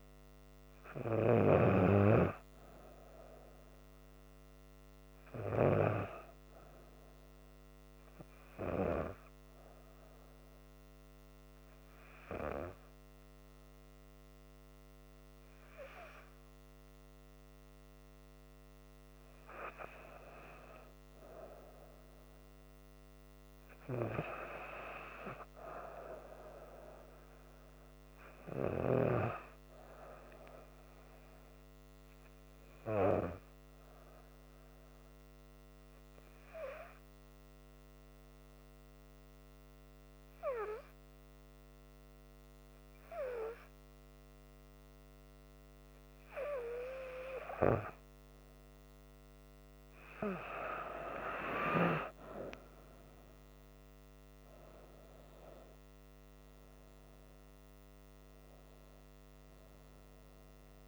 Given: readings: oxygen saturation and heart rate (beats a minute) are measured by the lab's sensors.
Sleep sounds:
breathing in sleep by a microphone on the trachea; 2
0.00-1.50 s: snoring (device-marked)
9.00-20.00 s: hypopnea (oxygen 96% before, 91% lowest, heart rate 70 before, 67 extreme, up 3 after)
22.00-25.50 s: arousal
32.00-48.00 s: hypopnea (oxygen 96% before, 90% lowest, heart rate 69 before, 64 extreme, up 6 after)
49.50-53.00 s: arousal
53.00-60.88 s: oxygen desaturation (device-marked, oxygen 96% before, 91% lowest, heart rate 69 before, 64 extreme)
From the record:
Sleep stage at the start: N2 (light sleep); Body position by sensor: on the back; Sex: female

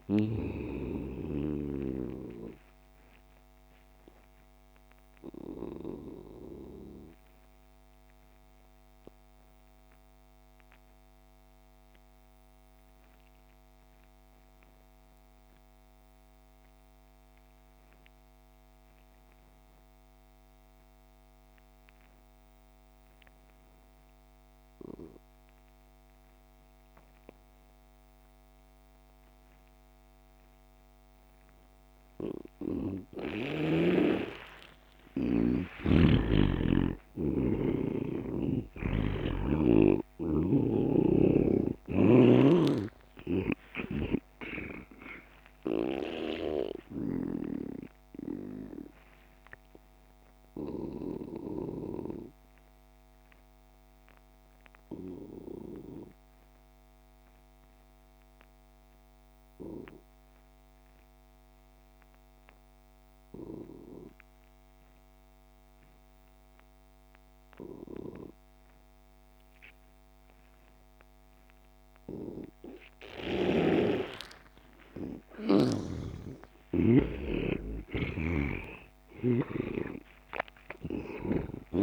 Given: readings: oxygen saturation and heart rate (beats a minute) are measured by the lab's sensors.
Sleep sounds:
breathing in sleep by a microphone on the trachea; 2
0.00-16.00 s: oxygen desaturation (device-marked, oxygen 84% lowest)
2.50-34.50 s: obstructive apnea (oxygen 98% before, 83% lowest)
29.00-59.00 s: oxygen desaturation (device-marked, oxygen 99% before, 83% lowest)
36.00-40.00 s: arousal
46.50-73.50 s: obstructive apnea (oxygen 99% before, 83% lowest)
70.00-81.83 s: oxygen desaturation (device-marked, oxygen 99% before, 83% lowest)
75.50-80.00 s: arousal
78.50-81.83 s: snoring (device-marked)
From the record:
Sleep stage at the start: N2 (light sleep); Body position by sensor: on the back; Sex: male

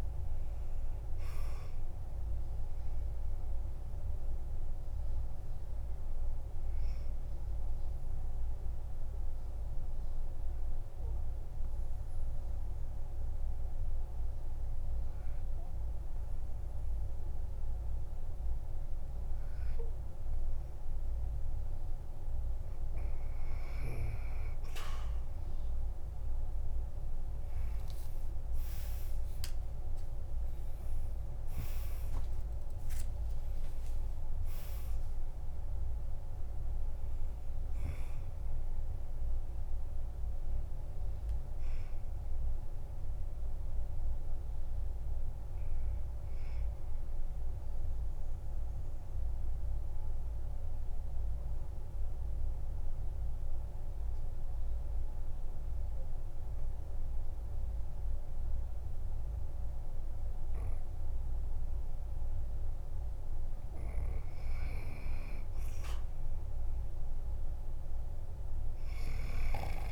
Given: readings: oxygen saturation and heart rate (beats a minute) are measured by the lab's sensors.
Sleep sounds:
breathing in sleep, hard to hear, by a room microphone; 2
0.00-19.00 s: oxygen desaturation (device-marked, oxygen 93% lowest, heart rate 46 extreme)
6.00-21.50 s: obstructive apnea (oxygen 98% before, 93% lowest, heart rate 56 before, 47 extreme, up 11 after)
25.00-31.00 s: arousal
31.00-34.00 s: tachycardia (device-marked, heart rate 54 before, 93 extreme)
31.00-53.00 s: oxygen desaturation (device-marked, oxygen 98% before, 94% lowest, heart rate 51 before, 49 extreme)
32.00-34.00 s: long interval between heartbeats (device-marked, heart rate 52 before, 70 extreme)
47.00-62.00 s: obstructive apnea (oxygen 98% before, 93% lowest, heart rate 72 before, 49 extreme, up 4 after)
From the record:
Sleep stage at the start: N2 (light sleep); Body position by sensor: on the back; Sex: male

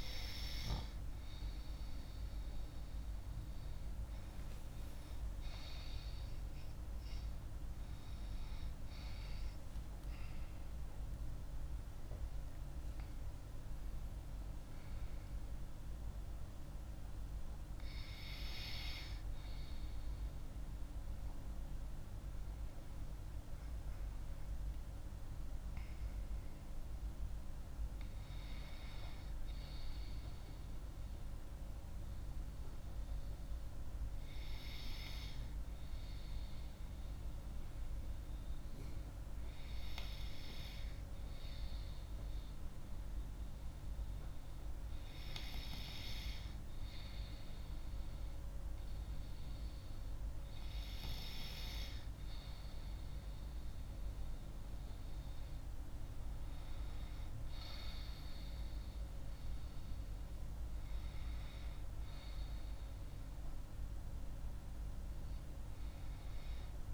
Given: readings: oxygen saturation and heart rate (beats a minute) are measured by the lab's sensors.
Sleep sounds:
breathing in sleep by a room microphone; 1
10.50-14.50 s: arousal
33.50-50.00 s: hypopnea (oxygen 96% before, 95% lowest)
51.50-54.00 s: arousal
From the record:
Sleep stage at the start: N2 (light sleep); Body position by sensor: on the left side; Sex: female

